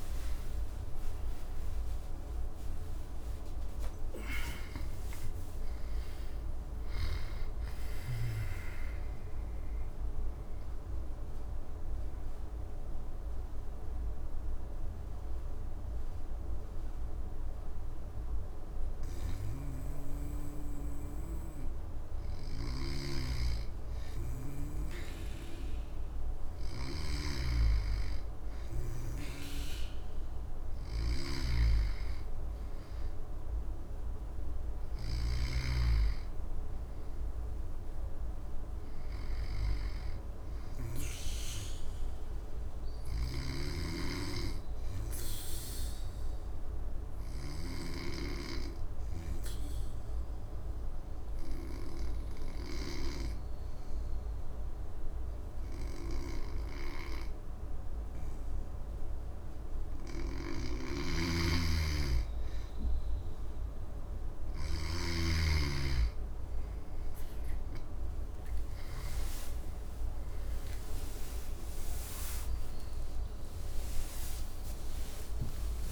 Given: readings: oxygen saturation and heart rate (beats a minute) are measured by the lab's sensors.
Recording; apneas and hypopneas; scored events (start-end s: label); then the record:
breathing in sleep by a room microphone; 2
0.00-3.50 s: arousal
9.50-24.00 s: mixed apnea (oxygen 95% before, 92% lowest, heart rate 101 before, 66 extreme, up 1 after)
22.50-41.00 s: snoring (device-marked)
28.00-33.00 s: arousal
35.00-44.00 s: oxygen desaturation (device-marked, oxygen 100% before, 97% lowest, heart rate 72 before, 69 extreme)
43.50-59.50 s: obstructive apnea (oxygen 100% before, 92% lowest, heart rate 70 before, 69 extreme, up 4 after)
60.50-65.00 s: snoring (device-marked)
64.00-75.92 s: oxygen desaturation (device-marked, oxygen 98% before, 92% lowest, heart rate 70 before, 63 extreme)
69.50-75.92 s: arousal
From the record:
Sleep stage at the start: N2 (light sleep); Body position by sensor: on the back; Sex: male